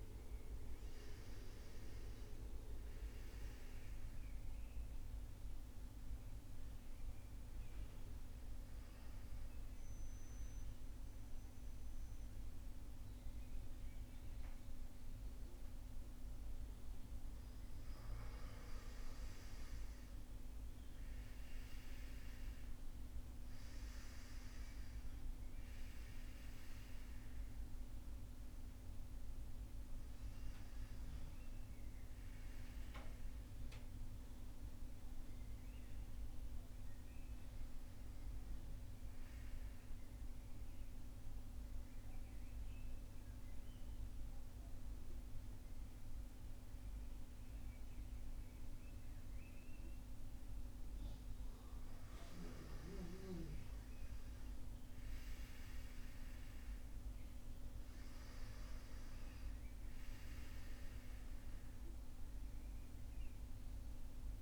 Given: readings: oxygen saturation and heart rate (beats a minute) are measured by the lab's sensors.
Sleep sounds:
breathing in sleep, hard to hear, by a room microphone; 2
3.50-17.00 s: hypopnea (oxygen 99% before, 93% lowest)
20.00-24.50 s: arousal
23.00-34.00 s: oxygen desaturation (device-marked, oxygen 99% before, 96% lowest)
39.50-50.50 s: central apnea (oxygen 99% before, 92% lowest)
53.00-56.50 s: arousal
54.00-64.42 s: oxygen desaturation (device-marked, oxygen 98% before, 93% lowest)
63.00-64.42 s: new sleep stage, N2 (light sleep)
From the record:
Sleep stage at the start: N1 (lightest sleep); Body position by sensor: on the back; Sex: male

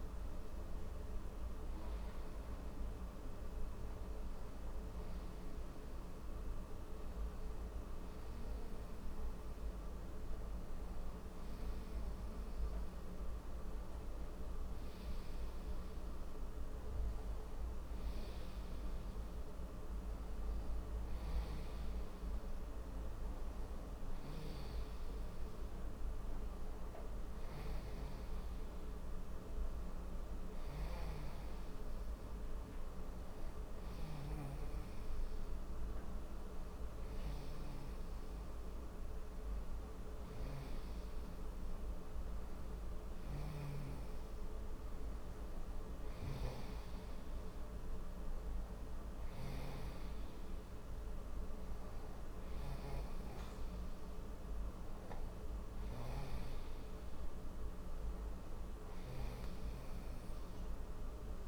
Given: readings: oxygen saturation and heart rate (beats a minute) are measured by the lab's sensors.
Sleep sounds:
breathing in sleep, hard to hear, by a room microphone; none
25.50-61.48 s: new sleep stage, N2 (light sleep)
From the record:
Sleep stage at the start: N1 (lightest sleep); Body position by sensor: on the right side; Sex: male

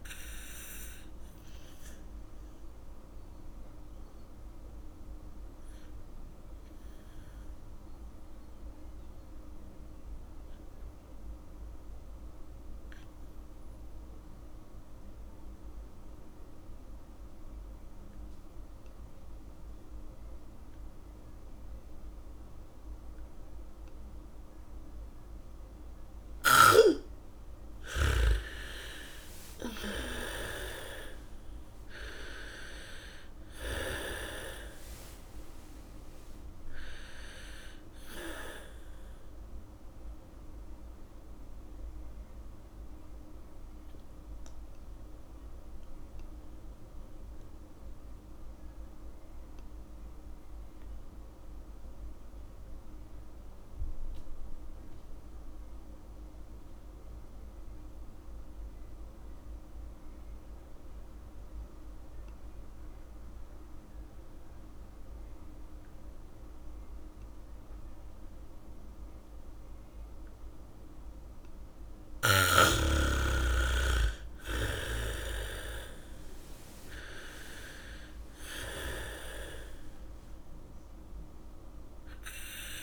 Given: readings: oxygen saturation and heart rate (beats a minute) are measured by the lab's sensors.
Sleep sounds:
breathing in sleep by a room microphone; 2
0.00-13.00 s: oxygen desaturation (device-marked, oxygen 81% lowest, heart rate 56 extreme)
3.00-26.00 s: obstructive apnea (oxygen 100% before, 78% lowest, heart rate 67 before, 56 extreme, up 6 after)
23.00-28.00 s: bradycardia (device-marked, heart rate 68 before, 58 extreme)
23.00-54.00 s: oxygen desaturation (device-marked, oxygen 99% before, 78% lowest, heart rate 74 before, 54 extreme)
28.00-32.50 s: arousal
40.50-71.50 s: mixed apnea (oxygen 99% before, 76% lowest, heart rate 67 before, 54 extreme, up 19 after)
61.00-82.83 s: oxygen desaturation (device-marked, oxygen 100% before, 77% lowest, heart rate 75 before, 52 extreme)
66.00-73.00 s: bradycardia (device-marked, heart rate 69 before, 55 extreme)
73.50-78.00 s: arousal
From the record:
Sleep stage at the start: N2 (light sleep); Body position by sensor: on the back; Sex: female

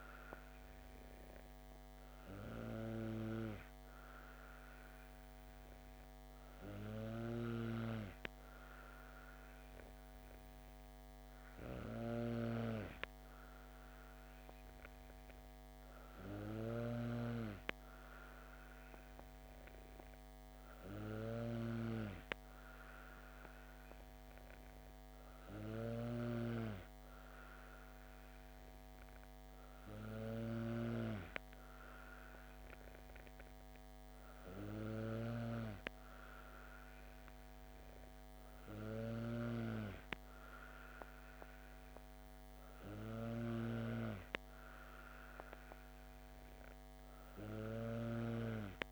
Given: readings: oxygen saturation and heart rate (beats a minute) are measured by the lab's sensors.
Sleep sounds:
breathing in sleep by a microphone on the trachea; none
0.00-48.92 s: snoring (device-marked)
From the record:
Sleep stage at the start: N2 (light sleep); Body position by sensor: on the back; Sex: female

